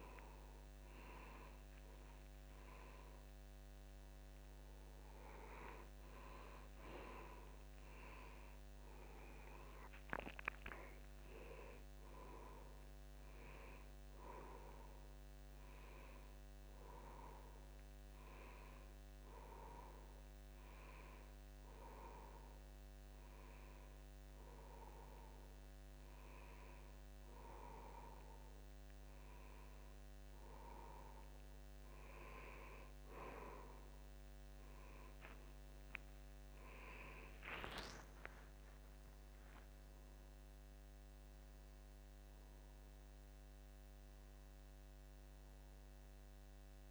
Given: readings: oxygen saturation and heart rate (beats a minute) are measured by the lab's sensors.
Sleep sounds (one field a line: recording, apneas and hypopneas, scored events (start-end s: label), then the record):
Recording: a person partly awake in a sleep study, by a microphone on the trachea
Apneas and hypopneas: none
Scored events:
8.00-46.91 s: new sleep stage, N1 (lightest sleep)
From the record:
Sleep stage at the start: awake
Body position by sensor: on the back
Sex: male